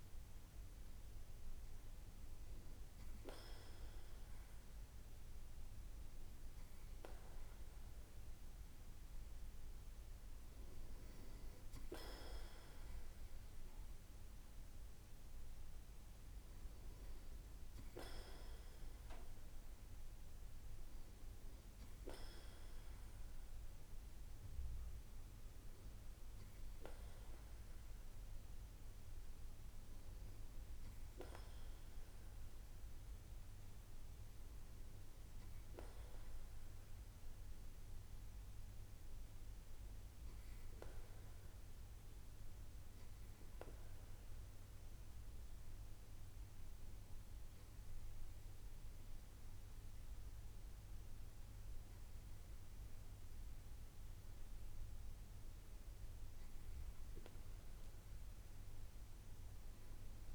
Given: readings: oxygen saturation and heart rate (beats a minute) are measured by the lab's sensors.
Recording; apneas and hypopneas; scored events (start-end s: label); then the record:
breathing in sleep by a room microphone; none
none scored
From the record:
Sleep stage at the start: REM sleep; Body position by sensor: on the right side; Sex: male